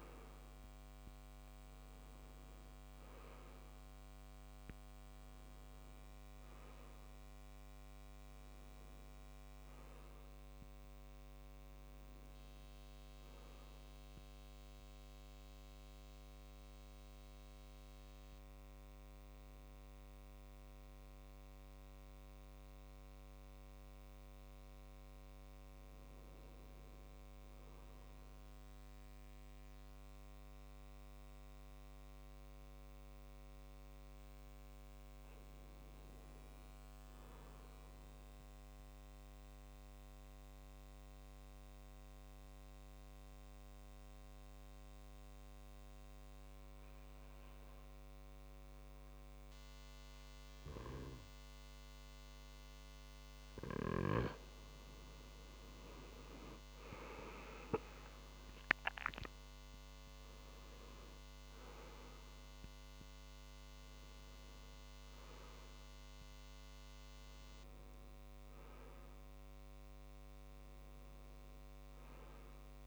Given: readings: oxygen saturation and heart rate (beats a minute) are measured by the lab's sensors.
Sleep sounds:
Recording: breathing in sleep by a microphone on the trachea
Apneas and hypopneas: 2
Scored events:
2.00-26.00 s: oxygen desaturation (device-marked, oxygen 96% before, 89% lowest, heart rate 70 before, 66 extreme)
14.00-24.50 s: obstructive apnea (oxygen 96% before, 89% lowest, heart rate 72 before, 66 extreme, up 4 after)
27.00-30.00 s: arousal
39.50-54.00 s: obstructive apnea (oxygen 98% before, 90% lowest, heart rate 67 before, 67 extreme, up 8 after)
55.00-59.00 s: arousal
57.00-72.87 s: oxygen desaturation (device-marked, oxygen 96% before, 90% lowest, heart rate 68 before, 64 extreme)
From the record:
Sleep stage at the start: N2 (light sleep)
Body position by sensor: on the right side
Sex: male

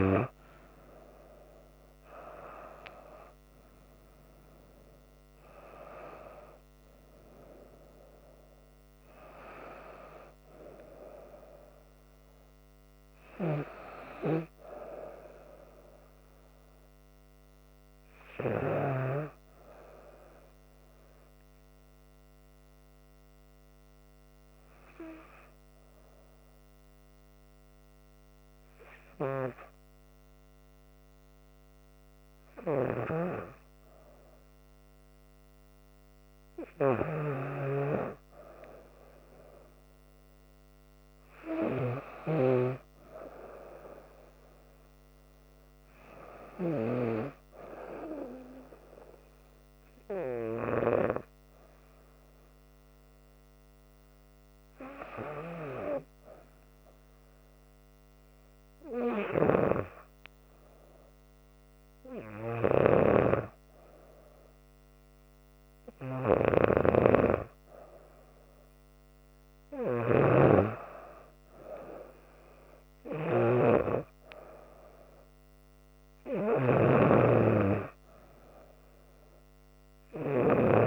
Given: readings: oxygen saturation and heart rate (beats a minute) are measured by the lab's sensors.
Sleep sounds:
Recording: breathing in sleep by a microphone on the trachea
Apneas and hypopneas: 1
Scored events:
0.00-24.50 s: oxygen desaturation (device-marked, oxygen 92% lowest, heart rate 67 extreme)
20.00-32.00 s: hypopnea (oxygen 96% before, 92% lowest, heart rate 78 before, 68 extreme, up 2 after)
33.50-37.50 s: arousal
62.50-80.87 s: snoring (device-marked)
From the record:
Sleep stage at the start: N2 (light sleep)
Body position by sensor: on the back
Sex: female

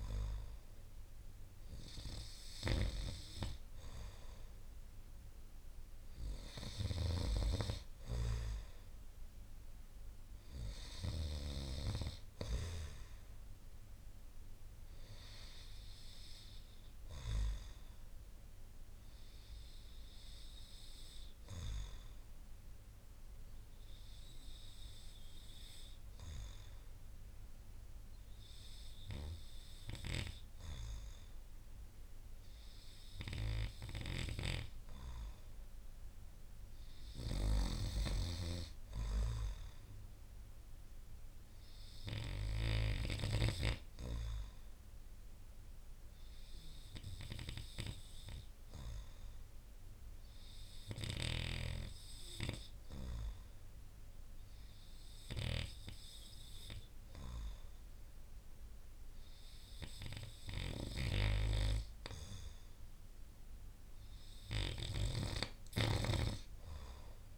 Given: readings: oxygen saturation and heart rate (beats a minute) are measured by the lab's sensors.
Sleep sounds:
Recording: breathing in sleep by a room microphone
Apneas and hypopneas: 2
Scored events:
7.00-11.50 s: snoring (device-marked)
17.50-33.50 s: obstructive apnea (oxygen 96% before, 92% lowest)
34.00-43.50 s: snoring (device-marked)
36.50-40.00 s: arousal
45.50-63.00 s: obstructive apnea (oxygen 96% before, 92% lowest)
51.00-56.00 s: snoring (device-marked)
66.00-67.38 s: arousal
66.00-67.38 s: snoring (device-marked)
From the record:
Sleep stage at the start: N2 (light sleep)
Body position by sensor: on the right side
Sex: male

